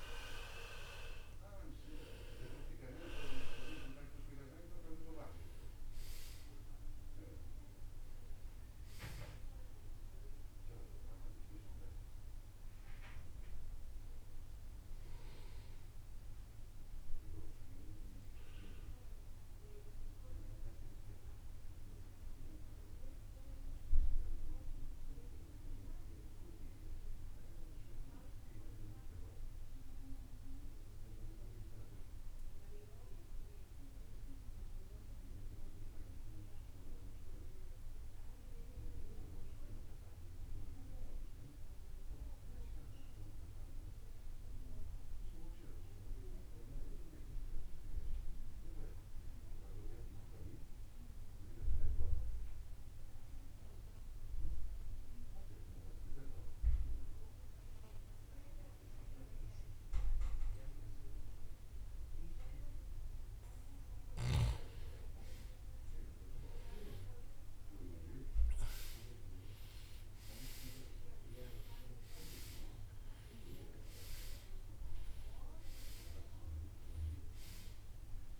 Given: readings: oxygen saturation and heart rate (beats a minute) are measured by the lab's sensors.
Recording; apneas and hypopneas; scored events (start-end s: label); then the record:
breathing in sleep by a room microphone; 1
18.50-41.50 s: oxygen desaturation (device-marked, oxygen 93% before, 80% lowest, heart rate 78 before, 47 extreme)
22.50-63.00 s: mixed apnea (oxygen 95% before, 80% lowest, heart rate 78 before, 47 extreme, up 21 after)
64.50-69.50 s: arousal
64.50-78.40 s: oxygen desaturation (device-marked, oxygen 98% before, 80% lowest, heart rate 58 before, 56 extreme)
From the record:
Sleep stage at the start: REM sleep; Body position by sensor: on the right side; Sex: male